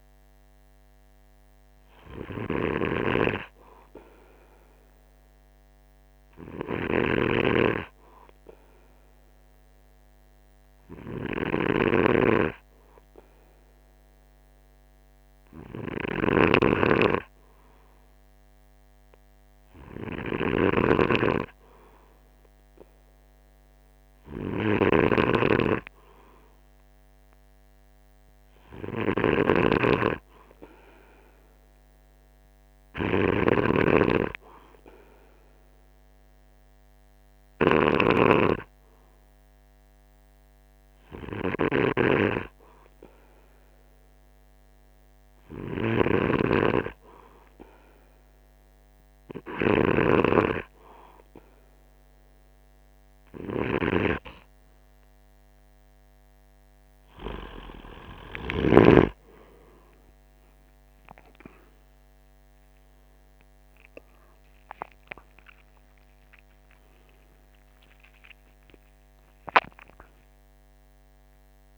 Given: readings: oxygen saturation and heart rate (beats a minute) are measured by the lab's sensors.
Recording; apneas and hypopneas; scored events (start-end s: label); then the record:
breathing in sleep by a microphone on the trachea; 1
0.00-7.50 s: snoring (device-marked)
2.00-15.50 s: hypopnea (oxygen 95% before, 94% lowest, heart rate 50 before, 50 extreme, up 1 after)
16.50-38.50 s: snoring (device-marked)
17.00-20.00 s: arousal
45.50-59.00 s: snoring (device-marked)
61.00-67.50 s: arousal
From the record:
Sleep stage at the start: N2 (light sleep); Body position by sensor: on the right side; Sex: male